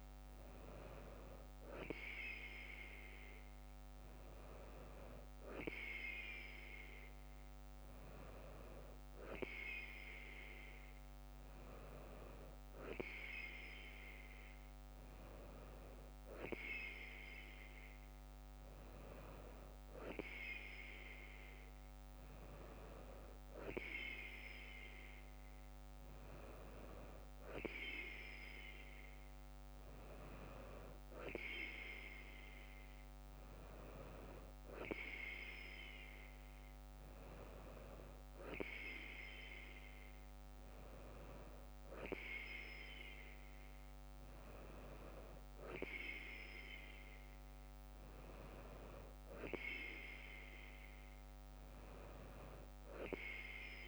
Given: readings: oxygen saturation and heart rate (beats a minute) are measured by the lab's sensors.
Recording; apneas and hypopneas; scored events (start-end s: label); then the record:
breathing in sleep by a microphone on the trachea; none
none scored
From the record:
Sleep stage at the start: N3 (deep sleep); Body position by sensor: on the right side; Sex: female